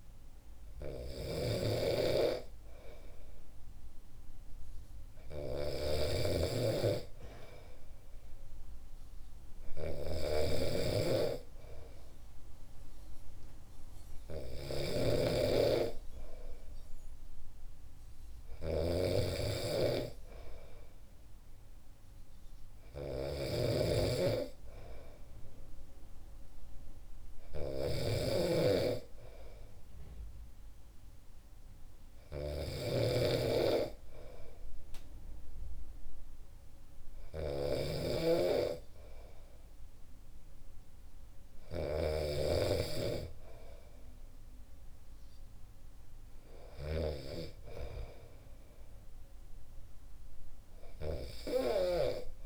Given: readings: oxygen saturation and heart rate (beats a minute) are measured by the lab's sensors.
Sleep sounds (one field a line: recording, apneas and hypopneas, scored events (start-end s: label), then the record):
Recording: breathing in sleep by a room microphone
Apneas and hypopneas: none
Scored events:
0.00-47.00 s: snoring (device-marked)
From the record:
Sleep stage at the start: N2 (light sleep)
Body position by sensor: on the back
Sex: male